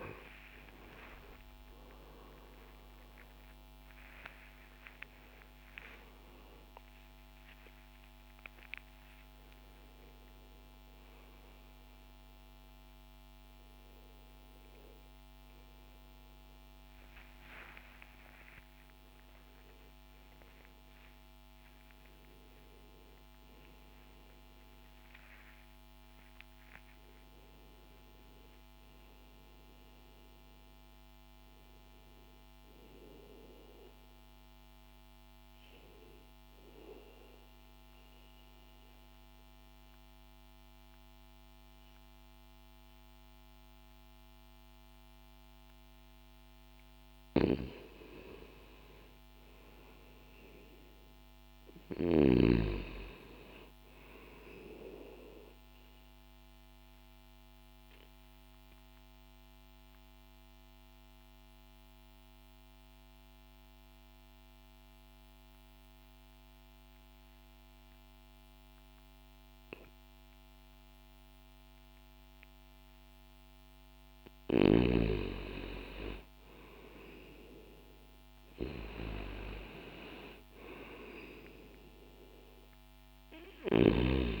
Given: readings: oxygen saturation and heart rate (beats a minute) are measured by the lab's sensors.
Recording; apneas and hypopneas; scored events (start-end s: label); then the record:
a person partly awake in a sleep study, by a microphone on the trachea; 2
16.00-35.00 s: oxygen desaturation (device-marked, oxygen 91% before, 88% lowest, heart rate 108 before, 60 extreme)
23.00-53.00 s: new sleep stage, N1 (lightest sleep)
36.00-46.00 s: mixed apnea (oxygen 93% before, 87% lowest, heart rate 75 before, 60 extreme, up 10 after)
48.50-53.50 s: arousal
53.00-84.40 s: new sleep stage, N2 (light sleep)
55.00-75.00 s: oxygen desaturation (device-marked, oxygen 96% before, 87% lowest, heart rate 62 before, 60 extreme)
57.00-72.50 s: mixed apnea (oxygen 98% before, 87% lowest, heart rate 63 before, 60 extreme, up 0 after)
74.50-79.50 s: arousal
From the record:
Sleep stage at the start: awake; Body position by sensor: on the left side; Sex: male